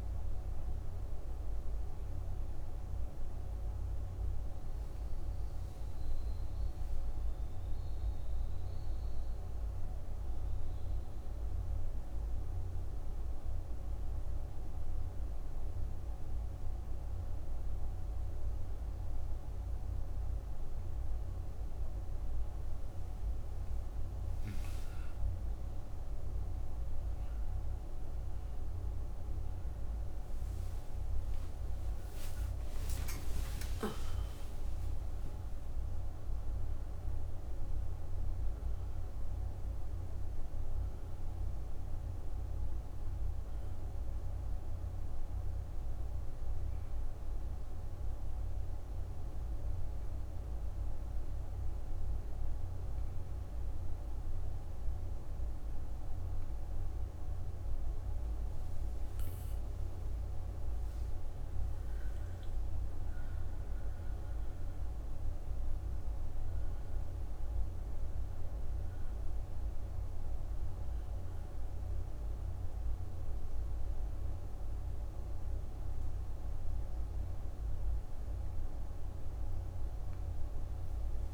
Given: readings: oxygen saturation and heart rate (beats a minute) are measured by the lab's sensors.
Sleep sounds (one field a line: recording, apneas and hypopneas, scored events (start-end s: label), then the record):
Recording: breathing in sleep, hard to hear, by a room microphone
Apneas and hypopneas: 2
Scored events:
0.00-17.50 s: oxygen desaturation (device-marked, oxygen 85% lowest)
8.50-23.50 s: obstructive apnea (oxygen 96% before, 85% lowest)
28.50-58.50 s: oxygen desaturation (device-marked, oxygen 98% before, 86% lowest)
30.00-35.50 s: arousal
45.50-59.00 s: obstructive apnea (oxygen 98% before, 86% lowest)
61.00-65.50 s: arousal
From the record:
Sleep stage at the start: N2 (light sleep)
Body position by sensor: on the back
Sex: female